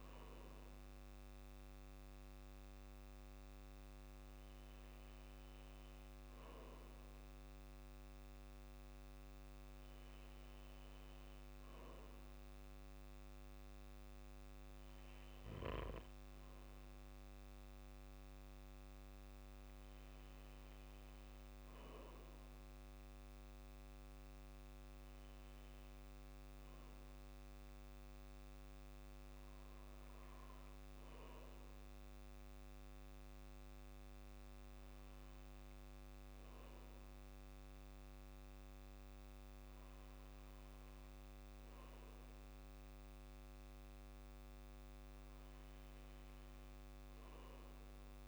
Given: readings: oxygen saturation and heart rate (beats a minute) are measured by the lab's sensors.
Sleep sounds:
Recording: breathing in sleep, hard to hear, by a microphone on the trachea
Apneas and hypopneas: none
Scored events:
none scored
From the record:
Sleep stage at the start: N2 (light sleep)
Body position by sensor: on the back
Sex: male

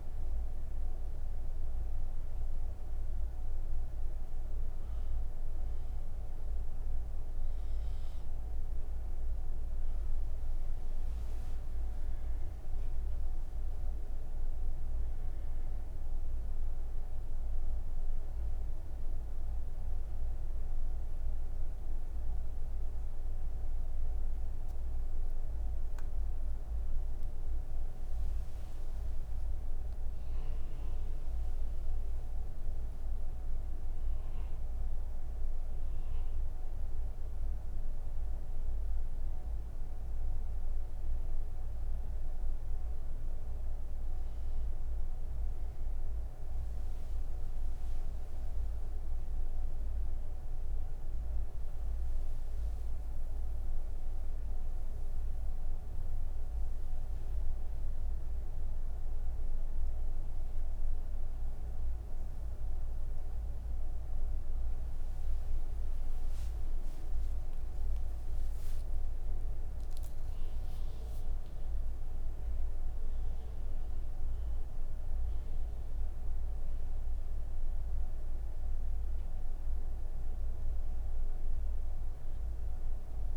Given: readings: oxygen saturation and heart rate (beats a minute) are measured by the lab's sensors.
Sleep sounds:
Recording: breathing in sleep, hard to hear, by a room microphone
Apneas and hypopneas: 1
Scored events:
35.50-48.00 s: hypopnea (oxygen 98% before, 95% lowest)
From the record:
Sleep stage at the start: N1 (lightest sleep)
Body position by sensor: on the right side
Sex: female

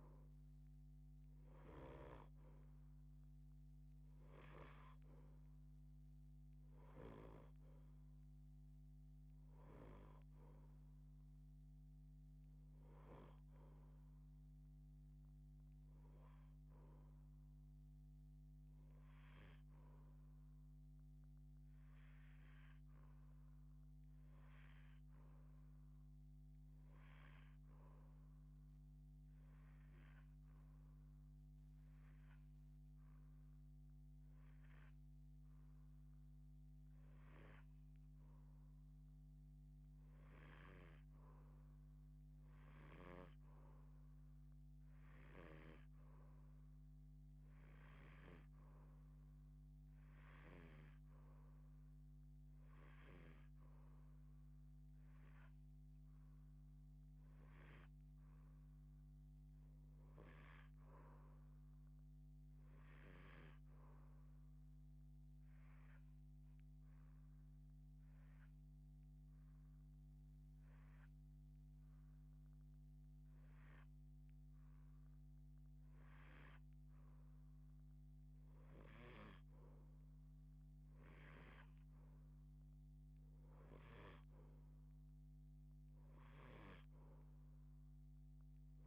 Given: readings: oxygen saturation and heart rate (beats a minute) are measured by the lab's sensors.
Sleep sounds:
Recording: breathing in sleep by a microphone on the trachea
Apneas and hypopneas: 2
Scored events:
0.00-1.00 s: oxygen desaturation (device-marked, oxygen 86% lowest)
0.00-4.50 s: arousal
26.50-39.00 s: hypopnea (oxygen 87% before, 85% lowest, heart rate 83 before, 78 extreme)
42.00-46.00 s: arousal
44.50-50.00 s: snoring (device-marked)
45.00-61.00 s: oxygen desaturation (device-marked, oxygen 93% before, 87% lowest, heart rate 112 before, 57 extreme)
65.00-76.00 s: hypopnea (oxygen 93% before, 86% lowest, heart rate 107 before, 79 extreme, up 57 after)
78.50-82.00 s: arousal
83.00-88.87 s: oxygen desaturation (device-marked, oxygen 89% before, 86% lowest, heart rate 85 before, 81 extreme)
From the record:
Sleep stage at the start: REM sleep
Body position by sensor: on the left side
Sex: female

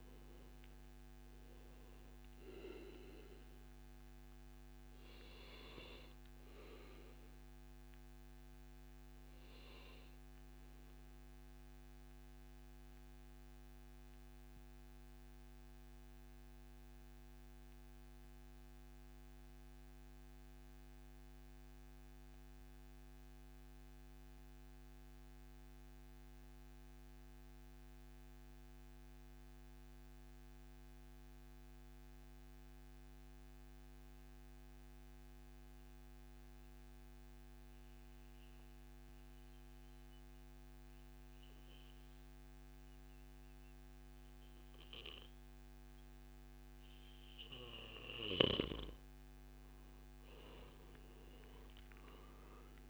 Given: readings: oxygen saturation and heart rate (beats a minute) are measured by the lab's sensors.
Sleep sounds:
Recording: breathing in sleep by a microphone on the trachea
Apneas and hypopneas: 1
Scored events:
0.00-13.00 s: oxygen desaturation (device-marked, oxygen 92% lowest, heart rate 98 extreme)
9.00-47.00 s: mixed apnea (oxygen 98% before, 92% lowest, heart rate 126 before, 98 extreme, up 40 after)
11.00-13.00 s: long interval between heartbeats (device-marked, heart rate 125 before, 100 extreme)
35.50-37.50 s: long interval between heartbeats (device-marked, heart rate 109 before, 107 extreme)
46.00-52.90 s: oxygen desaturation (device-marked, oxygen 98% before, 92% lowest, heart rate 110 before, 132 extreme)
47.50-49.50 s: long interval between heartbeats (device-marked, heart rate 109 before, 115 extreme)
50.00-52.90 s: arousal
From the record:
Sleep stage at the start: N2 (light sleep)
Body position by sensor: on the back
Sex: male

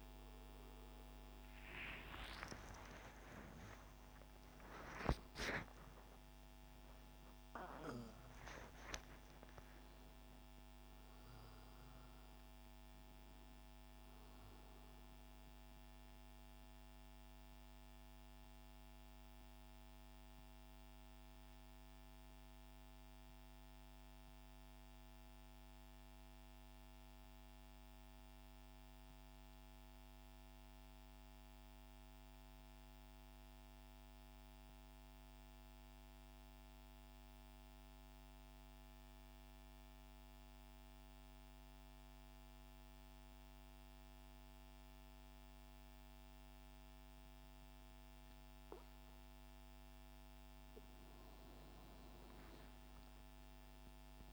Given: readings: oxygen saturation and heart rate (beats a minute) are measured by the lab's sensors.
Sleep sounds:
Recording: breathing in sleep by a microphone on the trachea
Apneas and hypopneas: 1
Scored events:
0.00-6.00 s: oxygen desaturation (device-marked, oxygen 91% lowest, heart rate 61 extreme)
1.00-7.00 s: arousal
8.00-18.00 s: oxygen desaturation (device-marked, oxygen 93% before, 89% lowest, heart rate 89 before, 60 extreme)
14.50-50.00 s: mixed apnea (oxygen 96% before, 89% lowest, heart rate 121 before, 60 extreme, up 16 after)
43.00-54.33 s: oxygen desaturation (device-marked, oxygen 99% before, 91% lowest, heart rate 64 before, 60 extreme)
53.00-54.33 s: arousal
From the record:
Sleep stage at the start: N2 (light sleep)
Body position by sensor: on the right side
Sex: male

